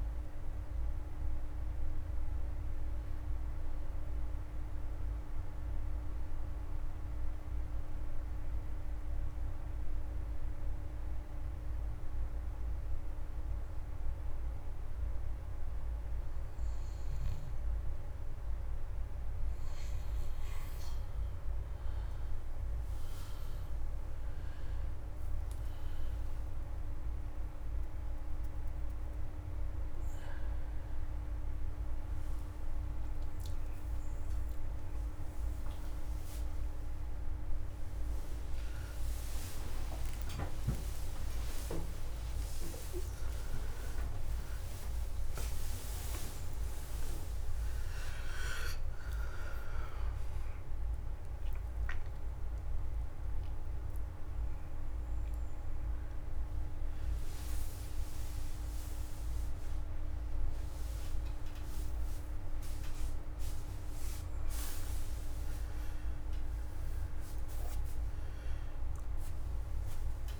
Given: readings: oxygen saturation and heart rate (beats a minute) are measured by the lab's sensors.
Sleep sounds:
a person partly awake in a sleep study, by a room microphone; 1
7.00-18.50 s: obstructive apnea (oxygen 93% before, 87% lowest, heart rate 92 before, 45 extreme)
21.00-25.50 s: arousal
25.00-51.00 s: oxygen desaturation (device-marked, oxygen 97% before, 87% lowest)
26.00-56.00 s: new sleep stage, awake
56.00-70.40 s: new sleep stage, N1 (lightest sleep)
From the record:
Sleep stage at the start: N2 (light sleep); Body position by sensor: on the back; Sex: male

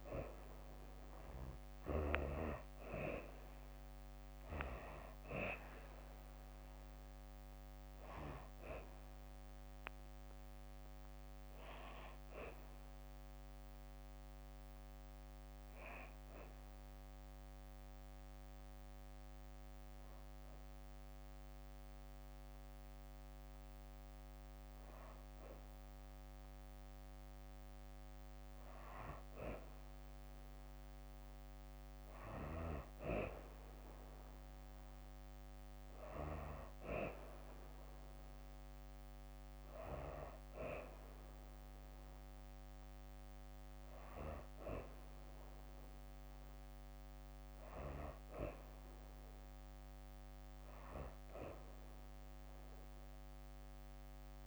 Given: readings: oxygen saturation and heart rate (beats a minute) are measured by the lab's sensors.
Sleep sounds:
breathing in sleep by a microphone on the trachea; 1
1.50-5.00 s: arousal
2.00-17.00 s: drop in pulse transit time (device-marked, heart rate 67 before, 64 extreme)
14.00-24.00 s: hypopnea (oxygen 95% before, 92% lowest, heart rate 69 before, 61 extreme, up 3 after)
25.50-28.50 s: arousal
37.00-51.00 s: oxygen desaturation (device-marked, oxygen 96% before, 92% lowest, heart rate 63 before, 66 extreme)
From the record:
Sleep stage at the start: N2 (light sleep); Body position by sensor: on the back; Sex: female

